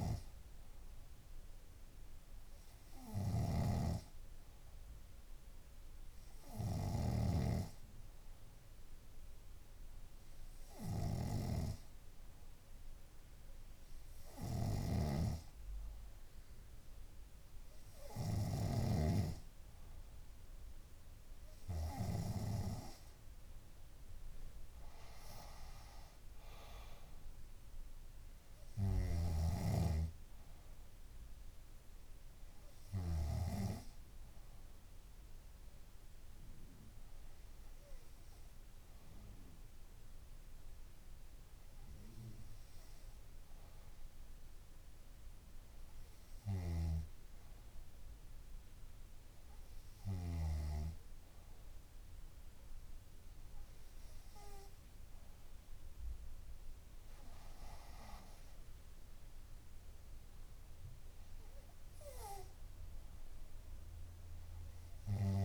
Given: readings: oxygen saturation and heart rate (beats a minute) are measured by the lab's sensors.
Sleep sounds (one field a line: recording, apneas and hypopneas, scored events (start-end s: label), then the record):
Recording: breathing in sleep by a room microphone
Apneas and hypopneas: none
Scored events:
3.50-7.50 s: snoring (device-marked)
15.00-19.00 s: snoring (device-marked)
30.50-35.50 s: bradycardia (device-marked, heart rate 66 before, 58 extreme)
45.50-52.50 s: oxygen desaturation (device-marked, oxygen 97% before, 94% lowest, heart rate 62 before, 55 extreme)
58.50-62.00 s: arousal
63.50-65.45 s: bradycardia (device-marked, heart rate 66 before, 55 extreme)
From the record:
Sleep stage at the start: N2 (light sleep)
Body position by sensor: on the back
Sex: female